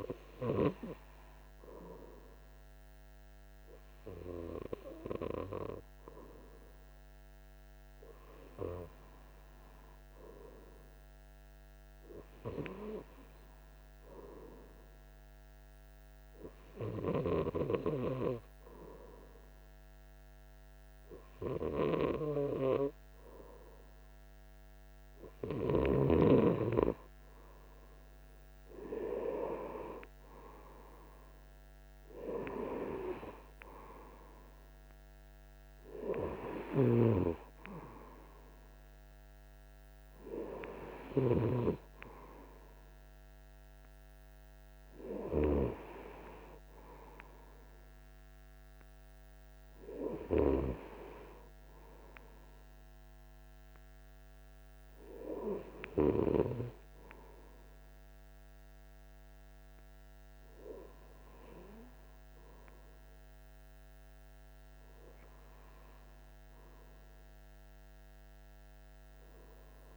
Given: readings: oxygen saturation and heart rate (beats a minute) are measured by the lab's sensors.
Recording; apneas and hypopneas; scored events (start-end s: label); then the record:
breathing in sleep by a microphone on the trachea; none
26.50-31.00 s: arousal
From the record:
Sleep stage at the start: REM sleep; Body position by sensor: on the right side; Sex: male